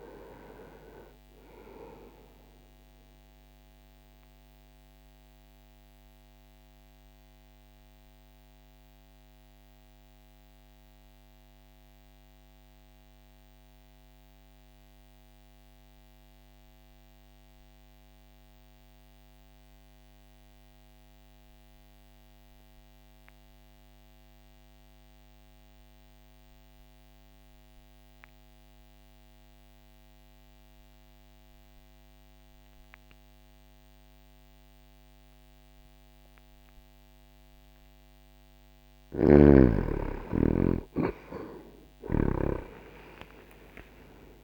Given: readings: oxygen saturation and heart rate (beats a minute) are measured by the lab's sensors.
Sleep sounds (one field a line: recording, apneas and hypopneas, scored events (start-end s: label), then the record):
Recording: breathing in sleep by a microphone on the trachea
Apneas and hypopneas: 1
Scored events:
3.00-37.50 s: obstructive apnea (oxygen 98% before, 90% lowest, heart rate 61 before, 59 extreme, up 4 after)
18.00-29.00 s: oxygen desaturation (device-marked, oxygen 95% before, 90% lowest, heart rate 61 before, 59 extreme)
38.00-41.50 s: snoring (device-marked)
41.50-44.44 s: arousal
From the record:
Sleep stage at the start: N2 (light sleep)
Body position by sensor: on the back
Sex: male